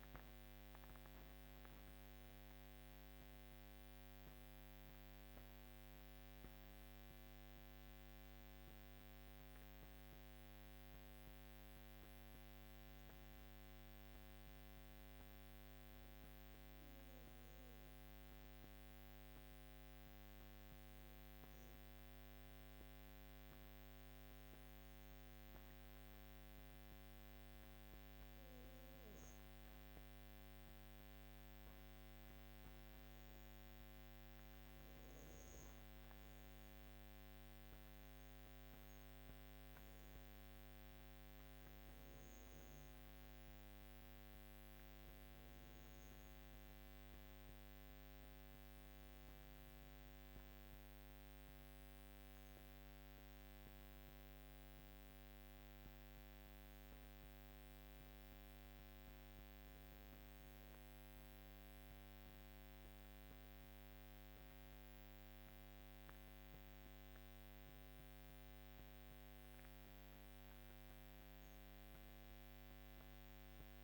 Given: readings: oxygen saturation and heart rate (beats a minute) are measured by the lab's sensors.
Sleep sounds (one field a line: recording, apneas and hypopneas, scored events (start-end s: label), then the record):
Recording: breathing in sleep, hard to hear, by a microphone on the trachea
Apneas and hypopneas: 1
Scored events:
11.00-28.50 s: hypopnea (oxygen 98% before, 95% lowest, heart rate 56 before, 56 extreme, up 2 after)
30.50-35.50 s: arousal
From the record:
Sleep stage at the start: REM sleep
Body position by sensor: on the back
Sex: female